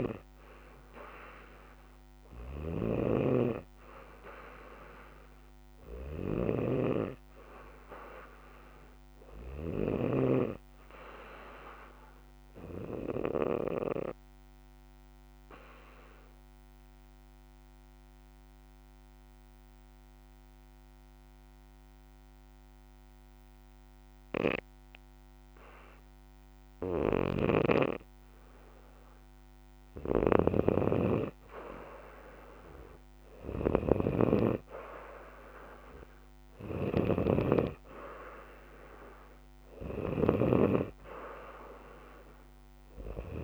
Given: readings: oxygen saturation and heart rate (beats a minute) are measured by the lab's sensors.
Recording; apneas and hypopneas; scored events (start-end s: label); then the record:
breathing in sleep by a microphone on the trachea; 1
0.00-10.00 s: snoring (device-marked)
15.50-27.50 s: obstructive apnea (oxygen 95% before, 90% lowest, heart rate 64 before, 63 extreme, up 2 after)
27.00-40.50 s: snoring (device-marked)
30.50-34.50 s: arousal
From the record:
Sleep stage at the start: N2 (light sleep); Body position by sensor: on the back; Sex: male